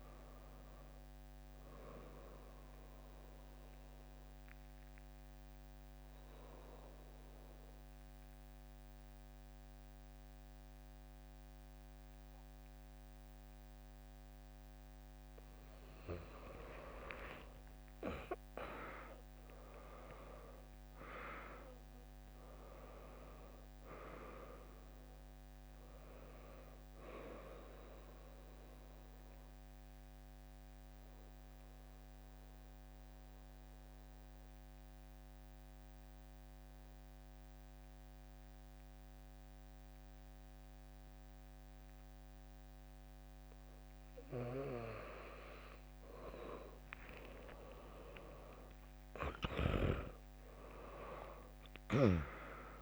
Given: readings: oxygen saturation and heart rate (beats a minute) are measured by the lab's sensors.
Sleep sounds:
breathing in sleep by a microphone on the trachea; 2
0.00-1.50 s: drop in pulse transit time (device-marked, heart rate 70 extreme)
1.50-14.50 s: obstructive apnea (oxygen 99% before, 96% lowest, heart rate 77 before, 59 extreme, up 5 after)
17.00-22.50 s: arousal
27.50-39.50 s: drop in pulse transit time (device-marked, heart rate 64 before, 79 extreme)
29.00-44.00 s: obstructive apnea (oxygen 99% before, 96% lowest, heart rate 65 before, 58 extreme)
46.00-51.00 s: arousal
From the record:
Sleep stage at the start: N2 (light sleep); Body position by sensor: on the back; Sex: female

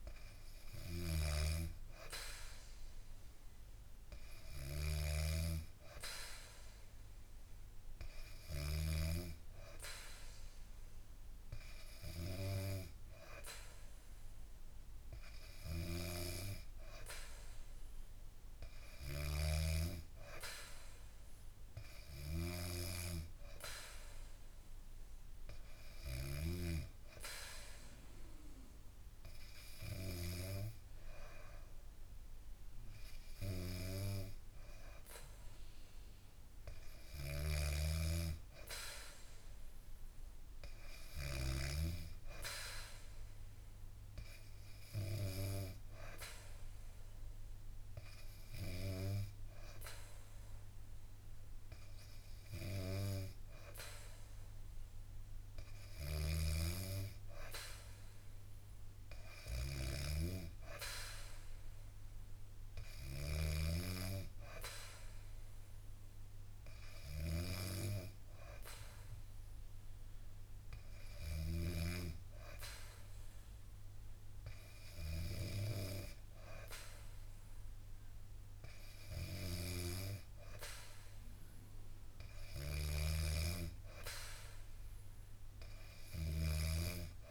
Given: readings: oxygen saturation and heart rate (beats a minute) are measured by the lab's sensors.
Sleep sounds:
breathing in sleep by a room microphone; none
37.50-41.50 s: snoring (device-marked)
56.00-63.50 s: snoring (device-marked)
From the record:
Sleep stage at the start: N2 (light sleep); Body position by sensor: on the back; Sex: female

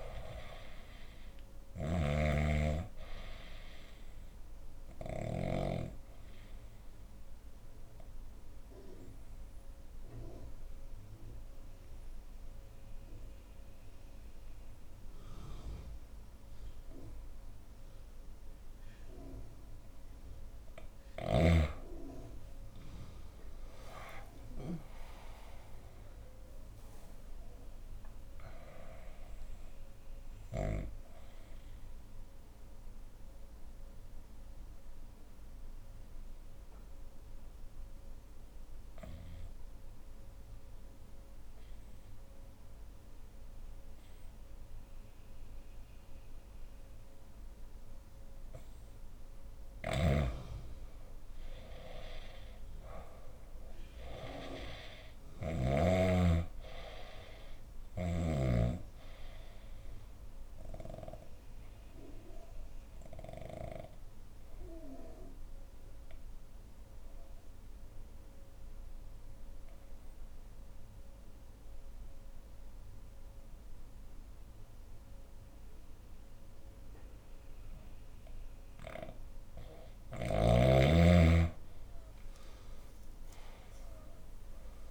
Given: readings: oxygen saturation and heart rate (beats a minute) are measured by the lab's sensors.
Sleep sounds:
breathing in sleep by a room microphone; 3
1.00-5.00 s: snoring (device-marked)
3.50-14.50 s: oxygen desaturation (device-marked, oxygen 97% before, 92% lowest, heart rate 64 before, 54 extreme)
4.50-19.00 s: obstructive apnea (oxygen 97% before, 89% lowest, heart rate 64 before, 53 extreme, up 13 after)
6.50-17.50 s: bradycardia (device-marked, heart rate 67 before, 57 extreme)
22.50-27.50 s: arousal
26.50-45.50 s: oxygen desaturation (device-marked, oxygen 97% before, 89% lowest, heart rate 60 before, 53 extreme)
30.50-47.00 s: obstructive apnea (oxygen 97% before, 88% lowest, heart rate 63 before, 53 extreme, up 17 after)
32.50-42.50 s: bradycardia (device-marked, heart rate 67 before, 53 extreme)
49.00-53.00 s: arousal
49.00-55.50 s: snoring (device-marked)
57.50-69.50 s: oxygen desaturation (device-marked, oxygen 98% before, 91% lowest, heart rate 61 before, 59 extreme)
57.50-79.00 s: obstructive apnea (oxygen 98% before, 88% lowest, heart rate 61 before, 58 extreme, up 14 after)
81.00-84.91 s: arousal
81.50-84.91 s: oxygen desaturation (device-marked, oxygen 97% before, 88% lowest, heart rate 62 before, 58 extreme)
From the record:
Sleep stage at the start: N2 (light sleep); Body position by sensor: on the left side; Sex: female

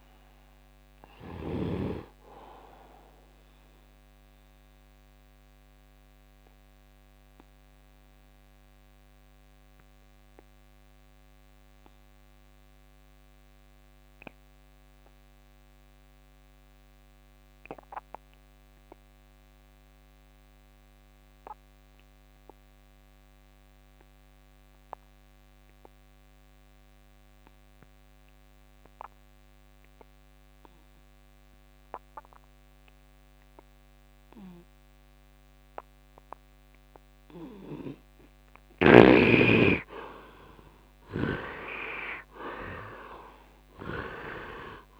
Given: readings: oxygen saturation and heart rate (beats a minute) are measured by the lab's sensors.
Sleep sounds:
breathing in sleep by a microphone on the trachea; 1
0.00-1.50 s: snoring (device-marked)
0.00-21.00 s: oxygen desaturation (device-marked, oxygen 77% lowest, heart rate 67 extreme)
5.00-38.50 s: obstructive apnea (oxygen 99% before, 73% lowest, heart rate 79 before, 65 extreme, up 18 after)
34.00-45.00 s: oxygen desaturation (device-marked, oxygen 100% before, 75% lowest, heart rate 74 before, 65 extreme)
40.00-44.00 s: arousal
43.50-45.00 s: snoring (device-marked)
From the record:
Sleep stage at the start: N2 (light sleep); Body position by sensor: on the right side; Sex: male

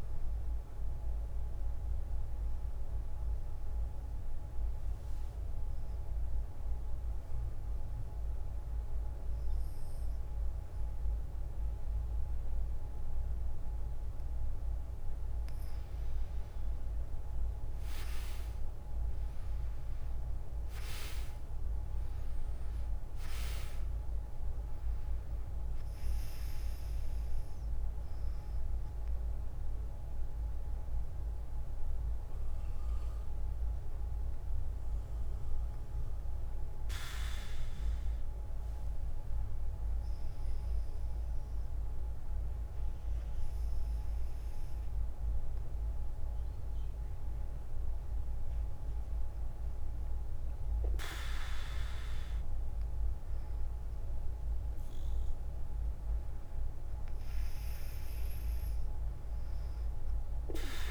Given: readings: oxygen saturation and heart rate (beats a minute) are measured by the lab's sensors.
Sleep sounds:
a person partly awake in a sleep study, hard to hear, by a room microphone; 3
0.00-2.50 s: oxygen desaturation (device-marked, oxygen 92% lowest, heart rate 55 extreme)
3.50-60.91 s: new sleep stage, N2 (light sleep)
5.00-16.00 s: hypopnea (oxygen 98% before, 90% lowest, heart rate 62 before, 59 extreme, up 6 after)
16.50-39.50 s: oxygen desaturation (device-marked, oxygen 98% before, 90% lowest, heart rate 59 before, 58 extreme)
18.50-23.50 s: arousal
29.00-39.00 s: obstructive apnea (oxygen 98% before, 90% lowest, heart rate 62 before, 58 extreme, up 5 after)
40.00-43.00 s: arousal
45.00-55.00 s: hypopnea (oxygen 98% before, 90% lowest, heart rate 63 before, 54 extreme, up 5 after)
57.00-60.50 s: arousal
57.50-60.91 s: oxygen desaturation (device-marked, oxygen 97% before, 92% lowest, heart rate 61 before, 53 extreme)
From the record:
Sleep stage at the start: awake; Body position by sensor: on the back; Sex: female

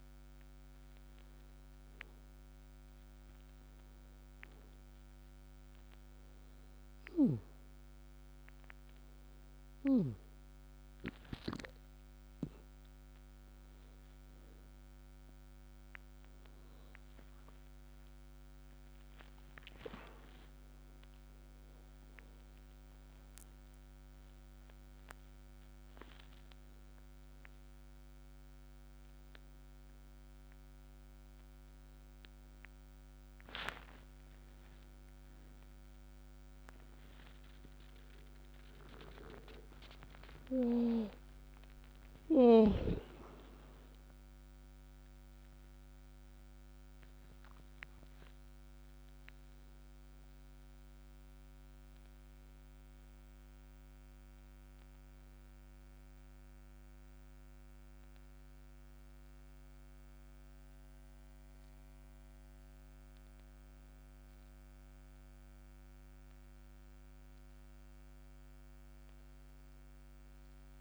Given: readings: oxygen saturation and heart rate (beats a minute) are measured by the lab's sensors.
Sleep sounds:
a person awake in a sleep study, by a microphone on the trachea; none
none scored
From the record:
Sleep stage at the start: awake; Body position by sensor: on the back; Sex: male

